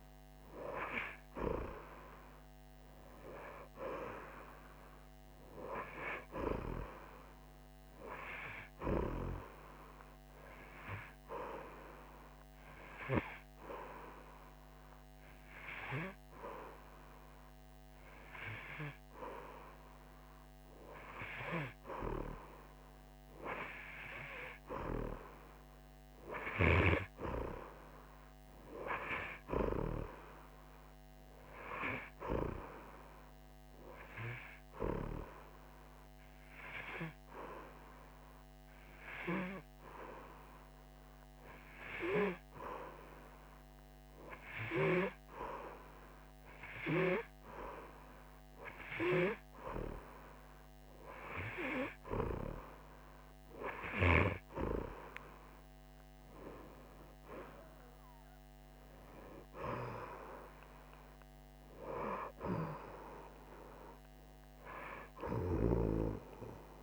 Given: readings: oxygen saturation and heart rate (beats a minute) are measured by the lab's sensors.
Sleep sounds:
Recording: breathing in sleep by a microphone on the trachea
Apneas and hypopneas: 2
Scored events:
0.00-8.00 s: oxygen desaturation (device-marked, oxygen 86% lowest, heart rate 68 extreme)
10.50-21.00 s: hypopnea (oxygen 90% before, 87% lowest, heart rate 102 before, 46 extreme, up 28 after)
22.50-26.00 s: arousal
28.00-41.00 s: oxygen desaturation (device-marked, oxygen 91% before, 87% lowest, heart rate 102 before, 46 extreme)
35.00-49.50 s: hypopnea (oxygen 91% before, 87% lowest, heart rate 106 before, 50 extreme)
52.00-55.50 s: arousal
52.00-66.83 s: oxygen desaturation (device-marked, oxygen 90% before, 87% lowest)
From the record:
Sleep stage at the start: N2 (light sleep)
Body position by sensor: on the right side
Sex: female

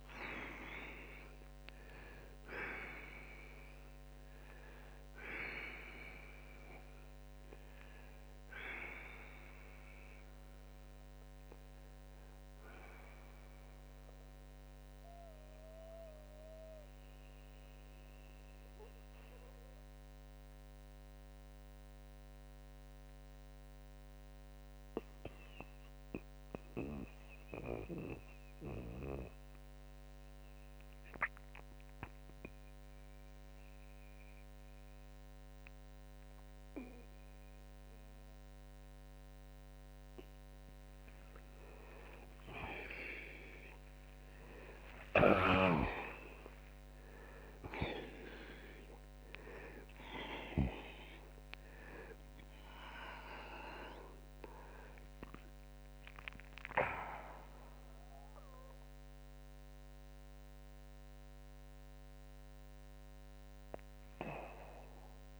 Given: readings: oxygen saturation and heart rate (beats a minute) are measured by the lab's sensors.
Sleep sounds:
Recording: breathing in sleep by a microphone on the trachea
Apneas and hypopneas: 1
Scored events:
4.00-11.00 s: oxygen desaturation (device-marked, oxygen 96% before, 92% lowest)
13.50-40.50 s: mixed apnea (oxygen 96% before, 83% lowest)
17.00-39.00 s: oxygen desaturation (device-marked, oxygen 93% before, 83% lowest)
42.50-46.00 s: arousal
45.00-50.50 s: snoring (device-marked)
47.00-65.40 s: new sleep stage, N1 (lightest sleep)
From the record:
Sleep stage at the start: N2 (light sleep)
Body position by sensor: on the back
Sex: male

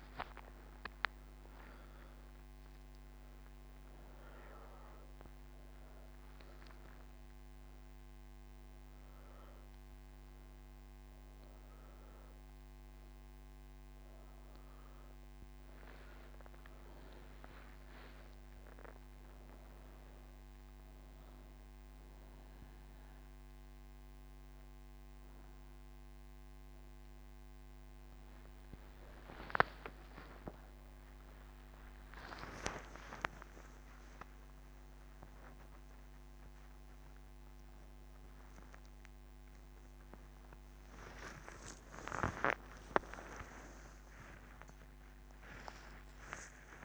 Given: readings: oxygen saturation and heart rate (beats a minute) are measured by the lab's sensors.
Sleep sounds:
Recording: breathing in sleep by a microphone on the trachea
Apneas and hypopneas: none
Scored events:
none scored
From the record:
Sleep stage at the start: N1 (lightest sleep)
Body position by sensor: on the back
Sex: female

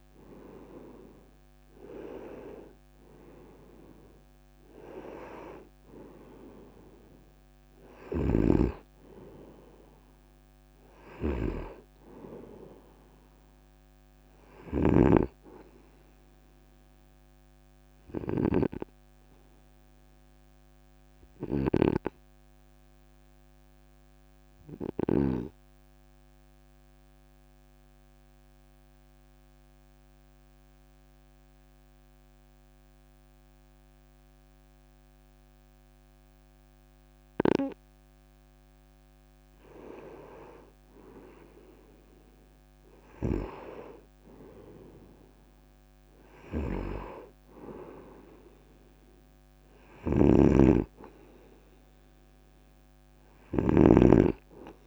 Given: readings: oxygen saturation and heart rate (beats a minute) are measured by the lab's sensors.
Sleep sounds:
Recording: breathing in sleep by a microphone on the trachea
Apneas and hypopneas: 1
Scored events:
0.00-1.00 s: arousal
0.00-12.00 s: oxygen desaturation (device-marked, oxygen 93% lowest, heart rate 49 extreme)
14.50-21.50 s: snoring (device-marked)
20.00-38.50 s: obstructive apnea (oxygen 97% before, 94% lowest, heart rate 54 before, 50 extreme, up 5 after)
44.50-47.50 s: arousal
49.50-54.87 s: snoring (device-marked)
From the record:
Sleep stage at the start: N2 (light sleep)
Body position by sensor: on the right side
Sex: male

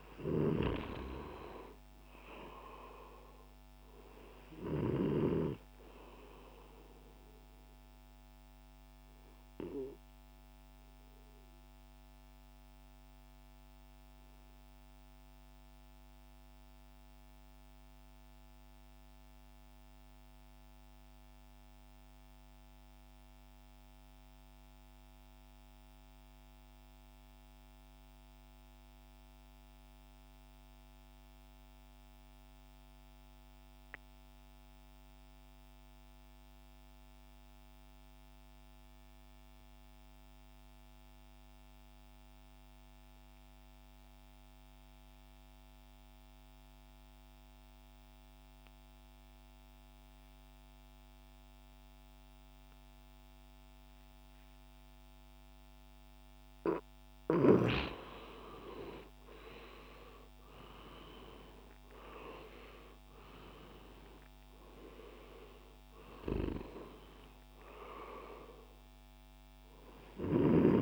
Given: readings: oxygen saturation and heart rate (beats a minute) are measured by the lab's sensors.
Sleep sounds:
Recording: breathing in sleep by a microphone on the trachea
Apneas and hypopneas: 1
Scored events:
0.00-16.00 s: oxygen desaturation (device-marked, oxygen 89% lowest, heart rate 58 extreme)
6.00-55.00 s: obstructive apnea (oxygen 98% before, 83% lowest, heart rate 67 before, 58 extreme, up 7 after)
36.00-70.82 s: oxygen desaturation (device-marked, oxygen 98% before, 83% lowest, heart rate 64 before, 59 extreme)
57.00-61.00 s: arousal
From the record:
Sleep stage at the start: N3 (deep sleep)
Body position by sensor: on the back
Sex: male

